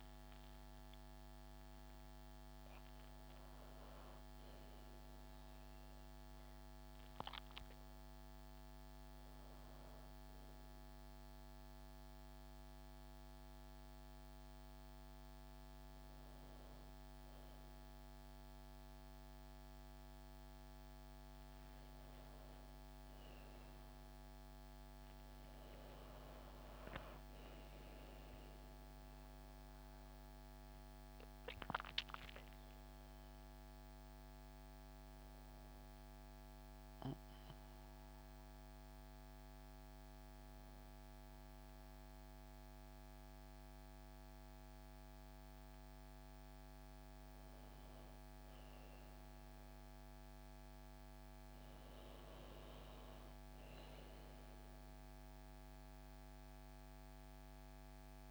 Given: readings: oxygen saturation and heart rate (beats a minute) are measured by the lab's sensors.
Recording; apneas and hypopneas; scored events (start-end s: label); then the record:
breathing in sleep, hard to hear, by a microphone on the trachea; none
none scored
From the record:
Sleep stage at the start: N1 (lightest sleep); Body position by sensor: on the back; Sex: female